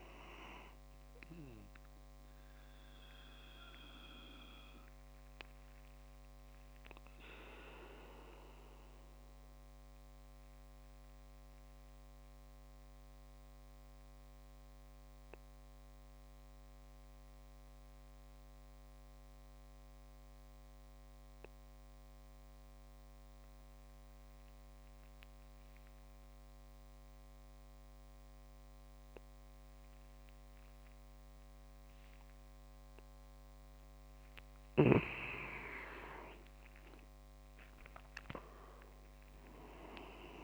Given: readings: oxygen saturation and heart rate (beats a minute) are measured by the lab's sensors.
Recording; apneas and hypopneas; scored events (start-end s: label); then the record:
breathing in sleep by a microphone on the trachea; 1
0.00-8.50 s: oxygen desaturation (device-marked, oxygen 93% lowest, heart rate 49 extreme)
4.00-33.50 s: obstructive apnea (oxygen 99% before, 93% lowest, heart rate 61 before, 59 extreme, up 27 after)
35.50-39.50 s: arousal
35.50-40.43 s: oxygen desaturation (device-marked, oxygen 99% before, 95% lowest, heart rate 62 before, 59 extreme)
From the record:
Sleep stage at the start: N2 (light sleep); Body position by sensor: on the back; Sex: male